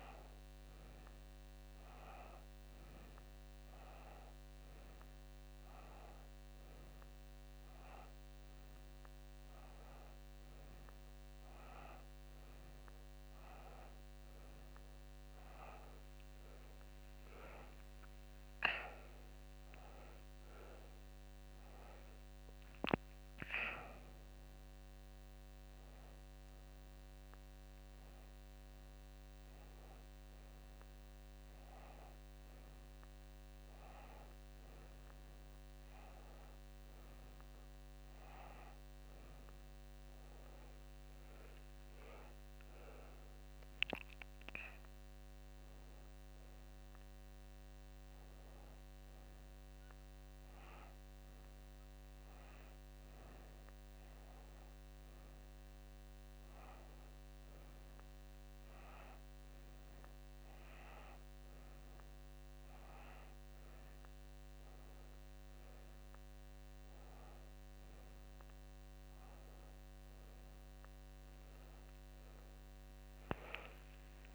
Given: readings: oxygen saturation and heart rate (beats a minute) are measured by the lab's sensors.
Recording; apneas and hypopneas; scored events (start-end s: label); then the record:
breathing in sleep by a microphone on the trachea; none
16.50-21.50 s: arousal
72.50-74.35 s: arousal
From the record:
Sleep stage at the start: N1 (lightest sleep); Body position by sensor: on the back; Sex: female